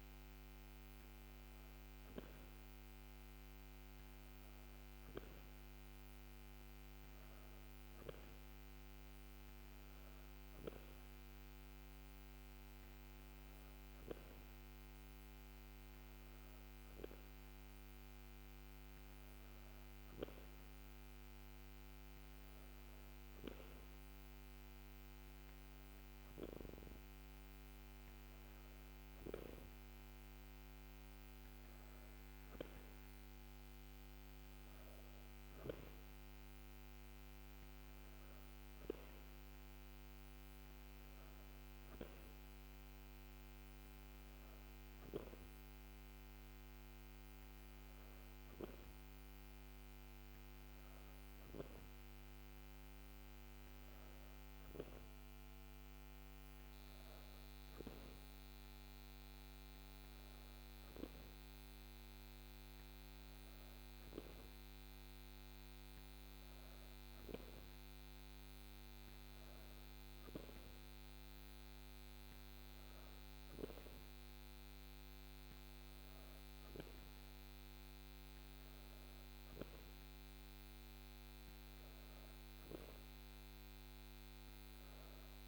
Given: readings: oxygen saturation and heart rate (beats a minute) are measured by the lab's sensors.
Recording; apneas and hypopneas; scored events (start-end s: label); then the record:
breathing in sleep by a microphone on the trachea; none
none scored
From the record:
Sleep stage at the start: N2 (light sleep); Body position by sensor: on the back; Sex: female